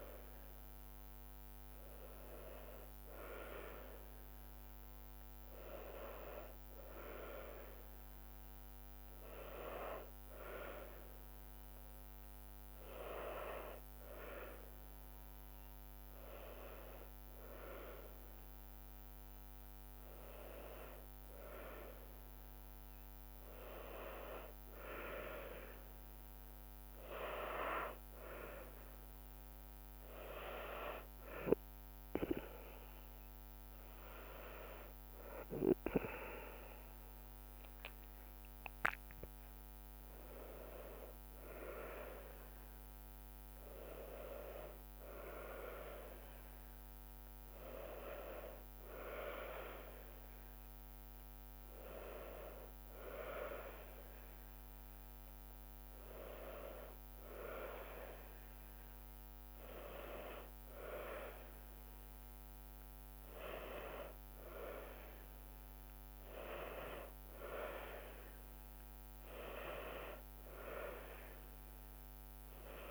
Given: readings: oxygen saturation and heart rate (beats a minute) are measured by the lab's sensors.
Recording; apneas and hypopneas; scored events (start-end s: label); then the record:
breathing in sleep by a microphone on the trachea; none
34.00-47.00 s: drop in pulse transit time (device-marked, heart rate 74 before, 75 extreme)
From the record:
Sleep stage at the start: N2 (light sleep); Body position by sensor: on the back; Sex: female